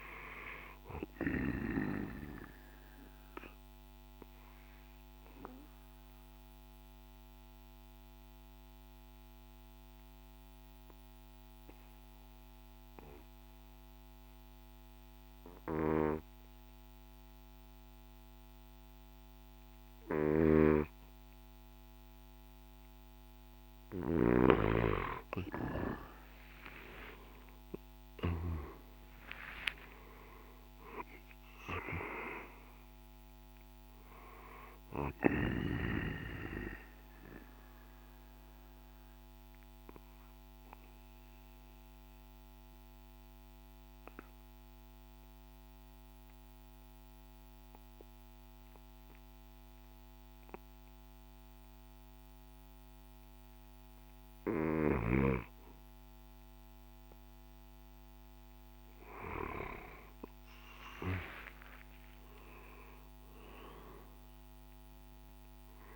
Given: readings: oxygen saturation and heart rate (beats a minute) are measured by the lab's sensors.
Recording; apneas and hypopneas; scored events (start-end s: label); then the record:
breathing in sleep by a microphone on the trachea; 2
0.00-7.00 s: drop in pulse transit time (device-marked, heart rate 54 extreme)
0.00-20.00 s: oxygen desaturation (device-marked, oxygen 90% lowest, heart rate 52 extreme)
1.50-22.50 s: obstructive apnea (oxygen 98% before, 87% lowest, heart rate 56 before, 52 extreme, up 8 after)
19.50-28.00 s: snoring (device-marked)
25.50-29.50 s: arousal
26.00-55.00 s: oxygen desaturation (device-marked, oxygen 97% before, 87% lowest, heart rate 53 before, 51 extreme)
29.00-41.00 s: drop in pulse transit time (device-marked, heart rate 54 before, 55 extreme)
35.50-54.00 s: obstructive apnea (oxygen 97% before, 87% lowest, heart rate 56 before, 51 extreme, up 6 after)
60.00-65.96 s: arousal
63.00-65.96 s: oxygen desaturation (device-marked, oxygen 98% before, 90% lowest, heart rate 54 before, 51 extreme)
64.00-65.96 s: drop in pulse transit time (device-marked, heart rate 55 before, 52 extreme)
From the record:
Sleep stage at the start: N2 (light sleep); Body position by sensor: on the right side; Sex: male